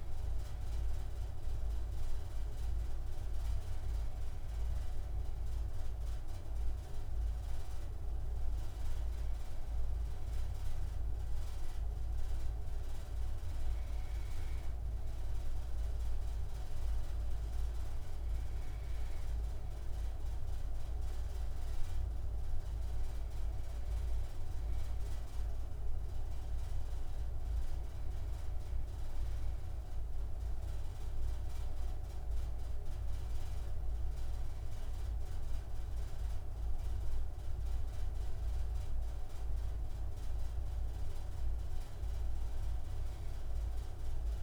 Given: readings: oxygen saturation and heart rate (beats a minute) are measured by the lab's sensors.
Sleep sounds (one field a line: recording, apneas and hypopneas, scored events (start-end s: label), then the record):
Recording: breathing in sleep, hard to hear, by a room microphone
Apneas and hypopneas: none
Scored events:
none scored
From the record:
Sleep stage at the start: N2 (light sleep)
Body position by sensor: on the right side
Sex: male